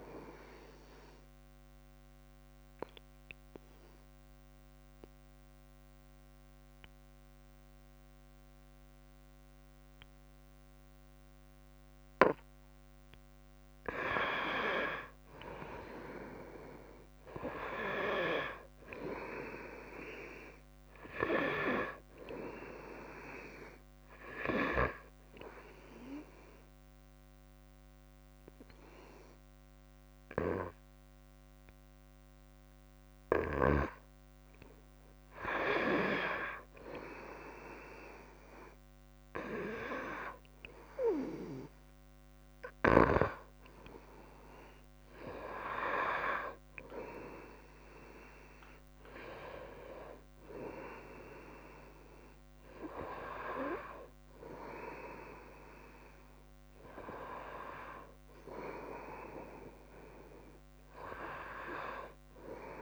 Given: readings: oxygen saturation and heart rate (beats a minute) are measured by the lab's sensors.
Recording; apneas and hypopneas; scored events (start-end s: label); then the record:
breathing in sleep by a microphone on the trachea; 2
2.00-14.50 s: obstructive apnea (oxygen 97% before, 91% lowest, heart rate 69 before, 65 extreme, up 6 after)
16.50-21.00 s: arousal
18.00-36.00 s: oxygen desaturation (device-marked, oxygen 96% before, 91% lowest, heart rate 69 before, 65 extreme)
25.00-36.00 s: obstructive apnea (oxygen 97% before, 91% lowest, heart rate 69 before, 65 extreme, up 31 after)
38.50-42.00 s: arousal
41.50-43.50 s: long interval between heartbeats (device-marked, heart rate 69 before, 90 extreme)
42.00-44.00 s: tachycardia (device-marked, heart rate 68 before, 96 extreme)
45.00-52.00 s: tachycardia (device-marked, heart rate 68 before, 130 extreme)
45.50-47.50 s: long interval between heartbeats (device-marked, heart rate 73 before, 106 extreme)
48.50-50.50 s: long interval between heartbeats (device-marked, heart rate 79 before, 117 extreme)
51.50-53.50 s: long interval between heartbeats (device-marked, heart rate 87 before, 128 extreme)
58.50-62.00 s: arousal
From the record:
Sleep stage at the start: N2 (light sleep); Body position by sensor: on the right side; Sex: female